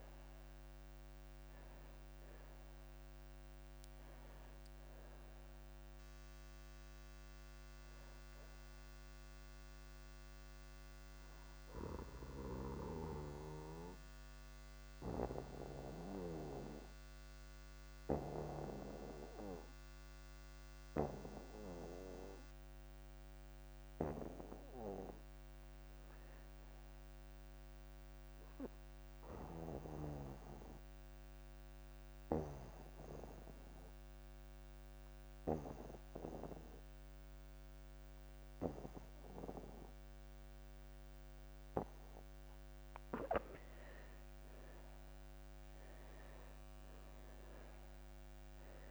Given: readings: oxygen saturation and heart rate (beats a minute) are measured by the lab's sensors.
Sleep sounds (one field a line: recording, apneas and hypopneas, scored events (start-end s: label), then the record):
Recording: breathing in sleep by a microphone on the trachea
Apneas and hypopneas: 2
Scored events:
0.00-24.00 s: oxygen desaturation (device-marked, oxygen 77% lowest)
10.00-24.00 s: obstructive apnea (oxygen 95% before, 77% lowest)
26.00-28.00 s: arousal
30.00-44.00 s: obstructive apnea (oxygen 99% before, 84% lowest)
43.00-48.91 s: oxygen desaturation (device-marked, oxygen 98% before, 84% lowest)
47.00-48.91 s: arousal
From the record:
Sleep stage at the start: N2 (light sleep)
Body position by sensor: on the back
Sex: male